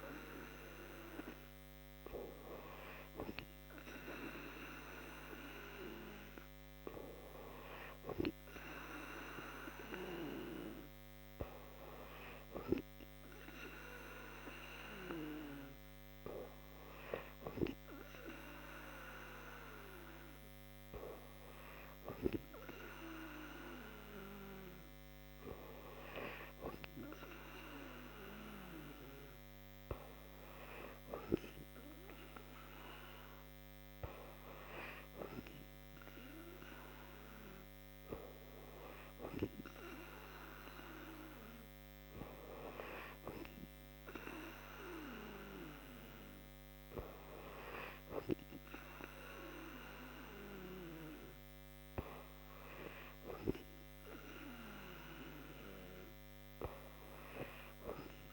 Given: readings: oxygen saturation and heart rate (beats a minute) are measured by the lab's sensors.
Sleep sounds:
breathing in sleep by a microphone on the trachea; none
0.00-8.00 s: oxygen desaturation (device-marked, oxygen 90% lowest, heart rate 70 extreme)
From the record:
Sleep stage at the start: N2 (light sleep); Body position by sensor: on the back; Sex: female

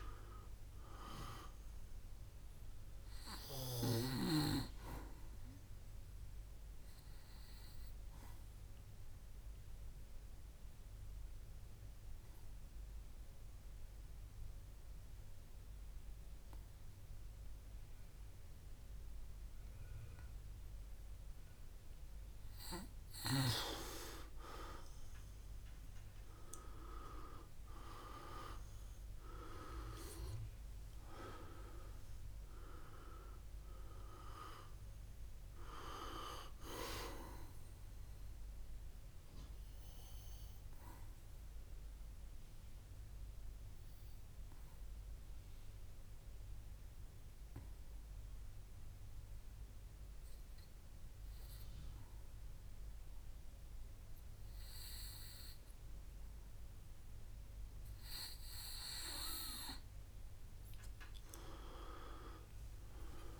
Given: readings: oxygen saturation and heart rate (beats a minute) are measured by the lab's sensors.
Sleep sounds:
breathing in sleep by a room microphone; 2
0.00-1.50 s: arousal
7.00-22.50 s: mixed apnea (oxygen 99% before, 90% lowest, heart rate 63 before, 57 extreme, up 6 after)
24.00-29.50 s: arousal
29.00-59.00 s: oxygen desaturation (device-marked, oxygen 97% before, 90% lowest, heart rate 64 before, 57 extreme)
39.00-58.50 s: obstructive apnea (oxygen 97% before, 90% lowest, heart rate 68 before, 57 extreme, up 6 after)
61.50-63.40 s: arousal
From the record:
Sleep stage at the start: N2 (light sleep); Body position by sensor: on the back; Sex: male

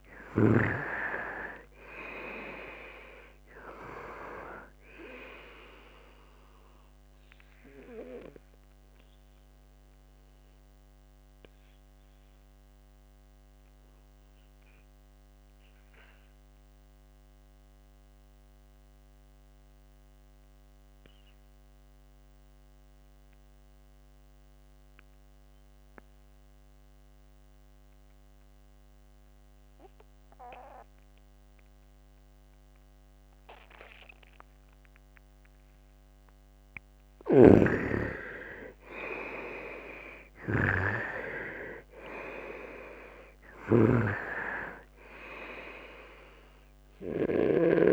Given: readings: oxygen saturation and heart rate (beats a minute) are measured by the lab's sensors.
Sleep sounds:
breathing in sleep by a microphone on the trachea; 1
0.00-2.00 s: arousal
0.00-24.00 s: oxygen desaturation (device-marked, oxygen 86% lowest, heart rate 63 extreme)
8.50-35.50 s: obstructive apnea (oxygen 98% before, 81% lowest, heart rate 70 before, 63 extreme, up 3 after)
34.00-47.93 s: oxygen desaturation (device-marked, oxygen 99% before, 81% lowest, heart rate 68 before, 63 extreme)
38.00-42.50 s: arousal
43.00-47.50 s: snoring (device-marked)
From the record:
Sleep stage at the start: N2 (light sleep); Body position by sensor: on the right side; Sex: male

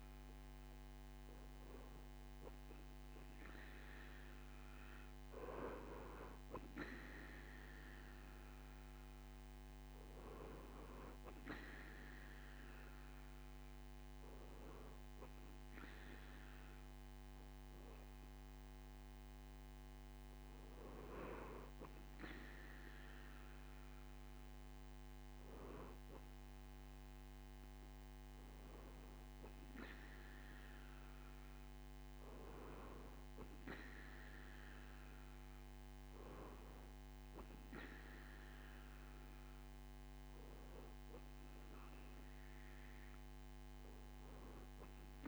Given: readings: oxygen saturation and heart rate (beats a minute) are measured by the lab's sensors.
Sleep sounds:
breathing in sleep by a microphone on the trachea; none
none scored
From the record:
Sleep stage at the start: REM sleep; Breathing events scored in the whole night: 286 in 8.8 hours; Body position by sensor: on the right side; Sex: male

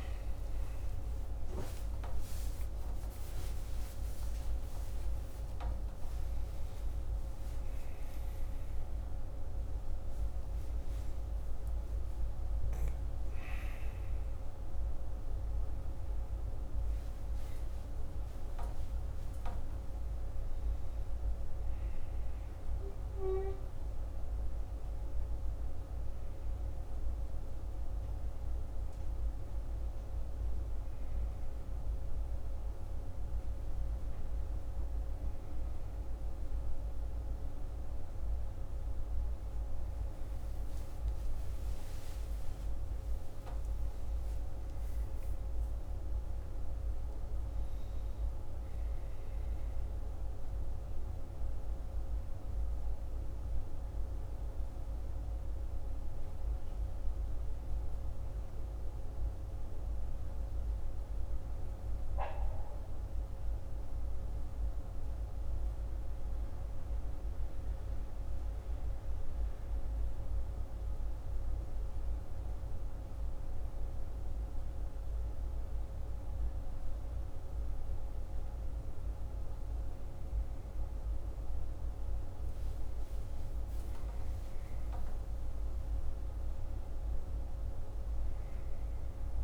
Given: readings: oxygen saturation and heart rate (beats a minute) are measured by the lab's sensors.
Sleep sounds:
a person awake in a sleep study, hard to hear, by a room microphone; none
0.00-4.50 s: tachycardia (device-marked, heart rate 103 extreme)
From the record:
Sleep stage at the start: awake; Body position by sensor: on the left side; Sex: male

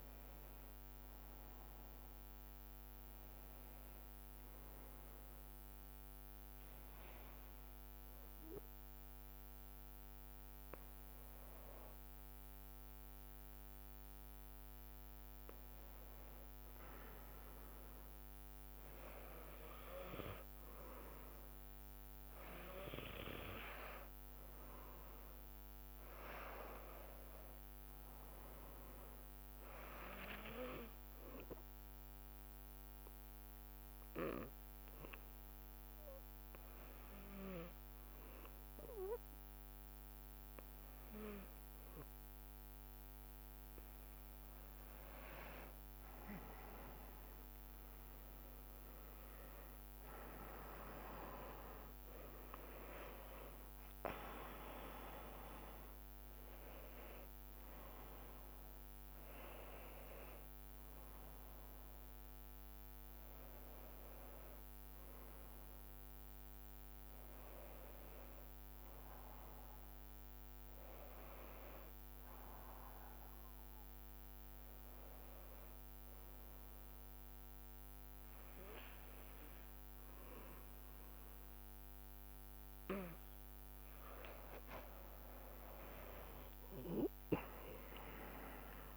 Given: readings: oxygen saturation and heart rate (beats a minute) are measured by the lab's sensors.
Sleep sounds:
breathing in sleep by a microphone on the trachea; 3
5.50-17.00 s: hypopnea (oxygen 96% before, 93% lowest)
21.00-25.50 s: arousal
31.00-45.50 s: hypopnea (oxygen 97% before, 93% lowest)
51.00-56.50 s: arousal
56.00-72.00 s: oxygen desaturation (device-marked, oxygen 97% before, 93% lowest)
73.00-84.50 s: hypopnea (oxygen 97% before, 94% lowest)
87.50-88.96 s: arousal
From the record:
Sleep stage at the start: N2 (light sleep); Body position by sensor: on the back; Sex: male

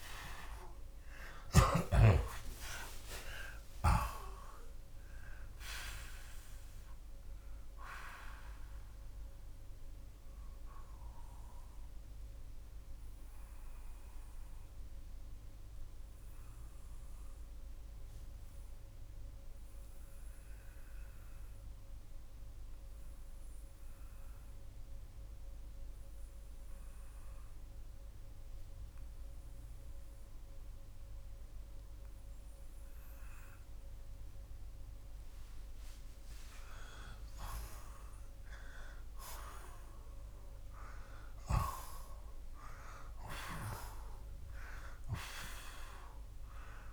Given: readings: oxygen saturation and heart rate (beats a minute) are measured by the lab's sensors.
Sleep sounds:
breathing in sleep by a room microphone; 1
10.50-35.00 s: obstructive apnea (oxygen 92% before, 80% lowest, heart rate 87 before, 60 extreme, up 18 after)
21.00-42.00 s: oxygen desaturation (device-marked, oxygen 90% before, 81% lowest, heart rate 76 before, 66 extreme)
40.00-45.00 s: arousal
From the record:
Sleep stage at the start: N2 (light sleep); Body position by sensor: on the left side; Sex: male

